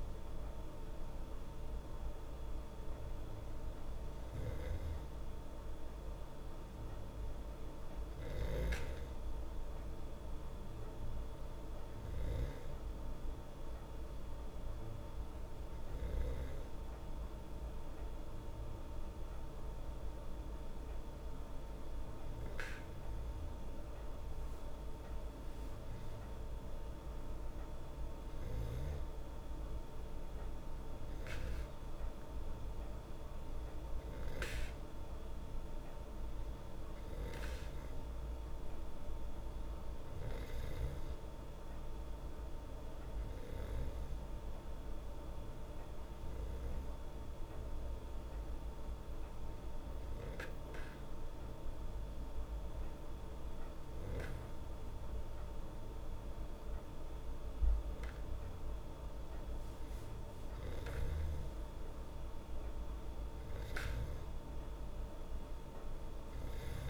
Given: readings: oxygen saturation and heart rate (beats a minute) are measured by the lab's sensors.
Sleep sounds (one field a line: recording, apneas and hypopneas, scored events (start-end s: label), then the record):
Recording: breathing in sleep, hard to hear, by a room microphone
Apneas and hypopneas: 2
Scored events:
12.50-24.00 s: hypopnea (oxygen 97% before, 95% lowest, heart rate 78 before, 70 extreme, up 34 after)
25.50-29.00 s: arousal
46.50-57.50 s: hypopnea (oxygen 97% before, 95% lowest, heart rate 83 before, 72 extreme, up 16 after)
59.50-62.50 s: arousal
From the record:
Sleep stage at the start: N2 (light sleep)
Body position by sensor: on the back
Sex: female